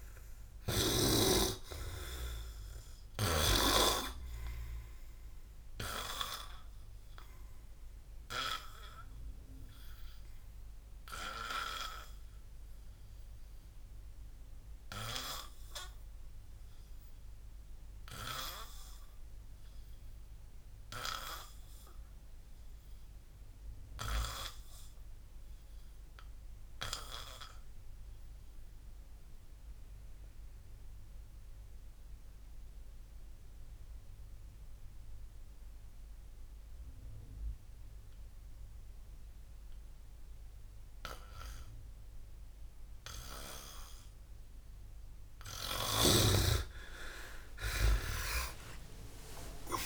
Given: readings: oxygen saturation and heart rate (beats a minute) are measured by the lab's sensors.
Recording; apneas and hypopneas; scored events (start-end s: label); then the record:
breathing in sleep by a room microphone; 1
0.00-1.00 s: oxygen desaturation (device-marked, oxygen 90% lowest, heart rate 57 extreme)
0.00-1.00 s: snoring (device-marked)
11.00-44.00 s: obstructive apnea (oxygen 97% before, 92% lowest, heart rate 67 before, 47 extreme)
20.00-32.00 s: oxygen desaturation (device-marked, oxygen 97% before, 92% lowest, heart rate 65 before, 47 extreme)
47.00-49.86 s: arousal
From the record:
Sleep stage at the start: N2 (light sleep); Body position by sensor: on the back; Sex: male